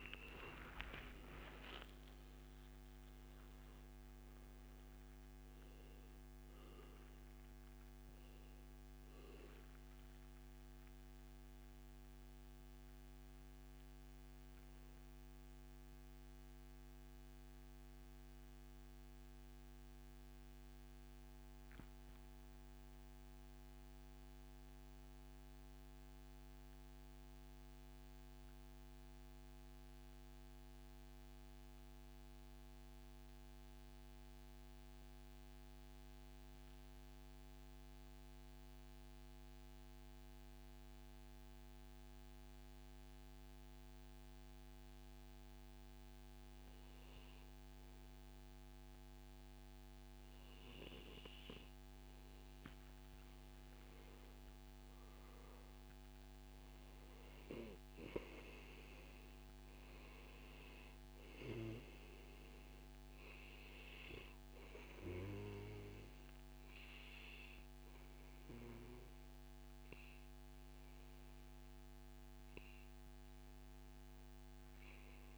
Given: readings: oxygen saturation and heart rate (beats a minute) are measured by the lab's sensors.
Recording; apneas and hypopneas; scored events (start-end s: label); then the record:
breathing in sleep by a microphone on the trachea; 1
8.50-23.50 s: oxygen desaturation (device-marked, oxygen 96% before, 92% lowest, heart rate 124 before, 143 extreme)
11.00-51.50 s: mixed apnea (oxygen 98% before, 92% lowest, heart rate 130 before, 110 extreme, up 0 after)
53.50-57.50 s: arousal
53.50-75.38 s: oxygen desaturation (device-marked, oxygen 100% before, 94% lowest, heart rate 143 before, 78 extreme)
57.50-59.50 s: long interval between heartbeats (device-marked, heart rate 142 before, 129 extreme)
From the record:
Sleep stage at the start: N2 (light sleep); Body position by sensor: on the back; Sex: male